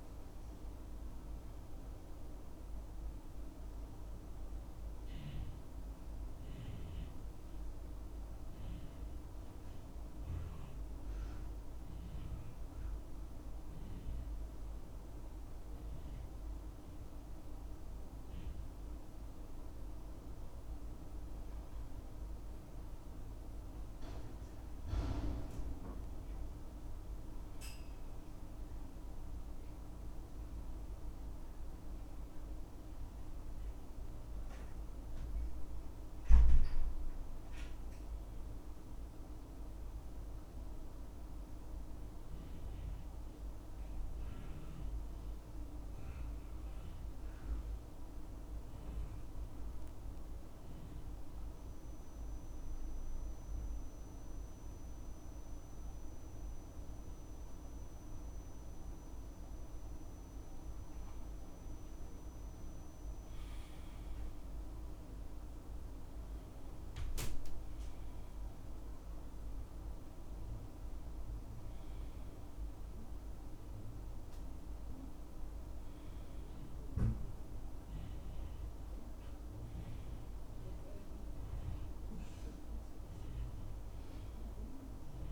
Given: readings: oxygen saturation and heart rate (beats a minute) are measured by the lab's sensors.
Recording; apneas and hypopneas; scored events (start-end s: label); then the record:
breathing in sleep, hard to hear, by a room microphone; 2
4.00-16.50 s: hypopnea (oxygen 98% before, 92% lowest, heart rate 69 before, 65 extreme, up 4 after)
20.50-24.50 s: arousal
42.00-60.50 s: obstructive apnea (oxygen 97% before, 92% lowest, heart rate 66 before, 66 extreme, up 4 after)
63.00-66.50 s: arousal
64.00-85.32 s: oxygen desaturation (device-marked, oxygen 97% before, 92% lowest, heart rate 68 before, 64 extreme)
From the record:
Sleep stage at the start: N2 (light sleep); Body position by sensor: on the back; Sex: male